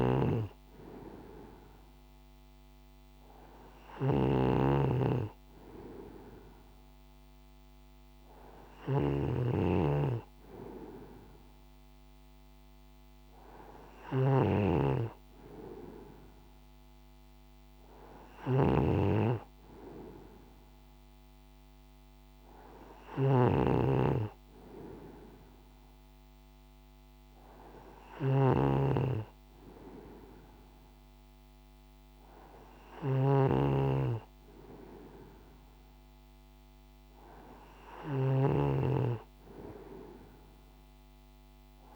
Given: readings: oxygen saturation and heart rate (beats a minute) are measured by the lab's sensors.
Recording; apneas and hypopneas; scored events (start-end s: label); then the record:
breathing in sleep by a microphone on the trachea; none
0.00-41.96 s: snoring (device-marked)
From the record:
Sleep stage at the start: N2 (light sleep); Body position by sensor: on the right side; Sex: male